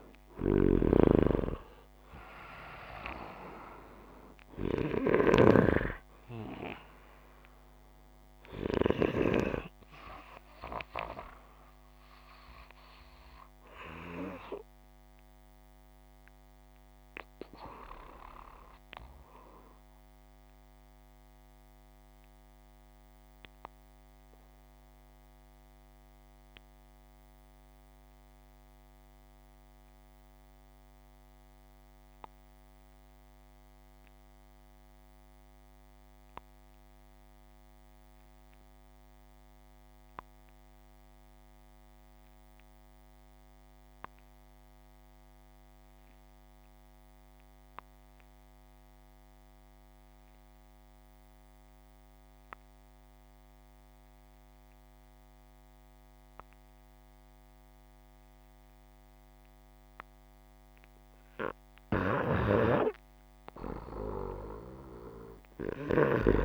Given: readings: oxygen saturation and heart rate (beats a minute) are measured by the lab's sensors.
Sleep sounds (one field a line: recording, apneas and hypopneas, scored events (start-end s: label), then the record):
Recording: breathing in sleep by a microphone on the trachea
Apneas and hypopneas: 1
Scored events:
0.00-5.00 s: snoring (device-marked)
18.00-59.50 s: mixed apnea (oxygen 97% before, 92% lowest, heart rate 77 before, 54 extreme, up 8 after)
23.50-32.50 s: oxygen desaturation (device-marked, oxygen 95% before, 92% lowest, heart rate 62 before, 54 extreme)
48.50-66.45 s: oxygen desaturation (device-marked, oxygen 98% before, 93% lowest, heart rate 60 before, 54 extreme)
From the record:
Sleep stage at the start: N2 (light sleep)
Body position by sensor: upright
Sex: male